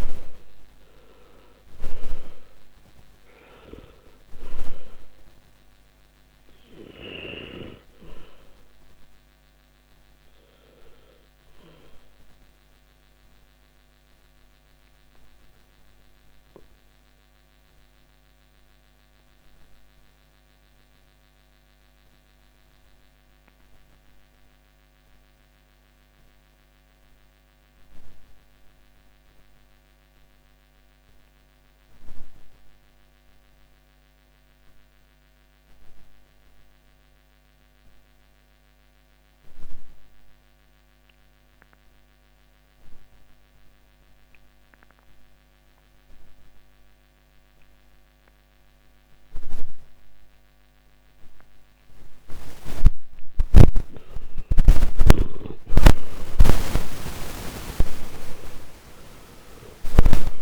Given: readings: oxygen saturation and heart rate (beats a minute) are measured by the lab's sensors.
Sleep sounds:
breathing in sleep by a microphone on the trachea; 1
0.00-36.50 s: oxygen desaturation (device-marked, oxygen 71% lowest, heart rate 54 extreme)
7.50-52.50 s: obstructive apnea (oxygen 94% before, 71% lowest, heart rate 71 before, 49 extreme, up 21 after)
52.50-60.41 s: oxygen desaturation (device-marked, oxygen 99% before, 77% lowest, heart rate 56 before, 49 extreme)
55.00-59.50 s: arousal
From the record:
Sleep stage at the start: N2 (light sleep); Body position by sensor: on the back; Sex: male

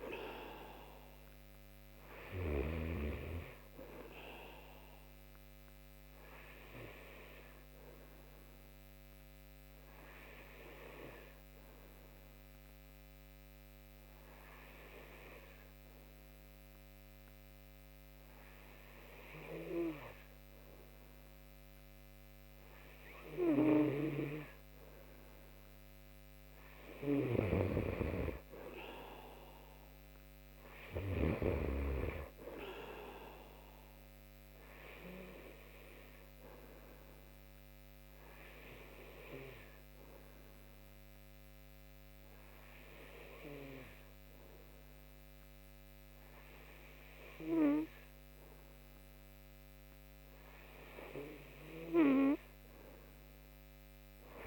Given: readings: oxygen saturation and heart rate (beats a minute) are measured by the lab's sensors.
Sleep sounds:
breathing in sleep by a microphone on the trachea; 2
0.00-2.00 s: snoring (device-marked)
5.00-18.00 s: oxygen desaturation (device-marked, oxygen 94% before, 90% lowest)
7.50-23.50 s: obstructive apnea (oxygen 94% before, 89% lowest)
23.00-31.00 s: snoring (device-marked)
26.00-30.00 s: arousal
31.00-49.00 s: oxygen desaturation (device-marked, oxygen 94% before, 89% lowest)
36.50-50.00 s: obstructive apnea (oxygen 94% before, 89% lowest)
51.00-54.47 s: arousal
From the record:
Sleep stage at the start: N2 (light sleep); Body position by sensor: on the right side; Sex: male

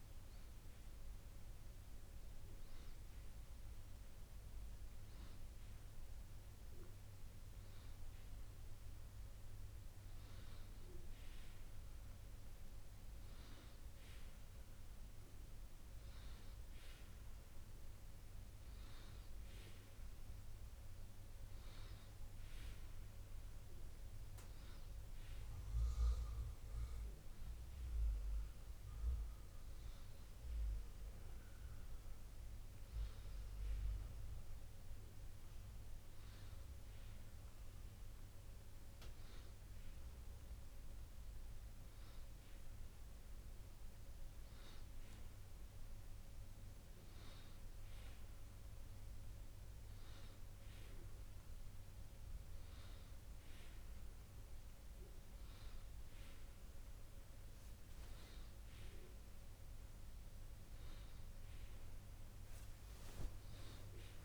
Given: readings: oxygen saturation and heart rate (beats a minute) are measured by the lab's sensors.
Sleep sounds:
breathing in sleep, hard to hear, by a room microphone; none
none scored
From the record:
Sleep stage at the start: N1 (lightest sleep); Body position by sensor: on the back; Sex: male

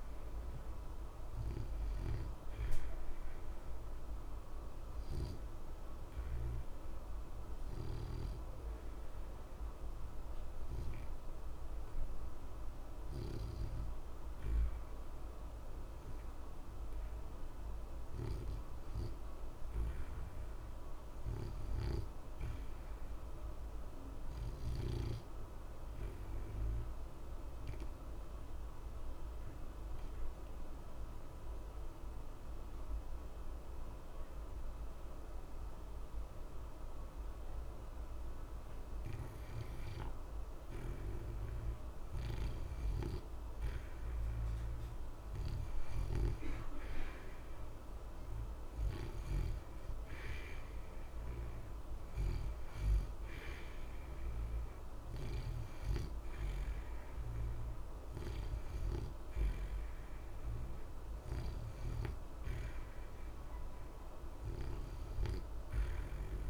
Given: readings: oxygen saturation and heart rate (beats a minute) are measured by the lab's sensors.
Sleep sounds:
breathing in sleep, hard to hear, by a room microphone; 1
0.00-3.50 s: oxygen desaturation (device-marked, oxygen 84% lowest, heart rate 60 extreme)
24.00-38.00 s: obstructive apnea (oxygen 90% before, 81% lowest, heart rate 60 before, 60 extreme, up 0 after)
35.50-66.50 s: oxygen desaturation (device-marked, oxygen 90% before, 81% lowest, heart rate 60 before, 60 extreme)
39.50-43.00 s: arousal
From the record:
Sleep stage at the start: N2 (light sleep); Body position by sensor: on the back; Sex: male

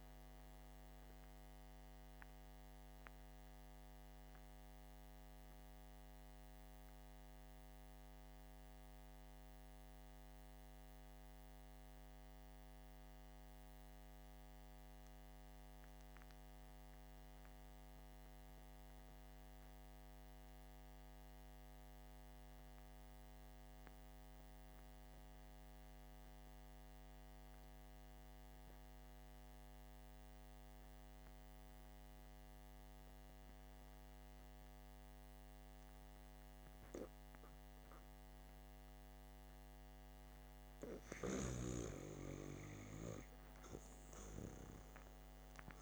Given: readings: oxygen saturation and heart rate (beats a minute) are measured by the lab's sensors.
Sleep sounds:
breathing in sleep by a microphone on the trachea; 1
3.00-39.50 s: mixed apnea (oxygen 99% before, 89% lowest, heart rate 60 before, 47 extreme, up 13 after)
4.50-17.50 s: oxygen desaturation (device-marked, oxygen 96% before, 92% lowest, heart rate 60 before, 48 extreme)
41.50-45.50 s: arousal
From the record:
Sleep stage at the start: REM sleep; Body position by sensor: on the back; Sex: male

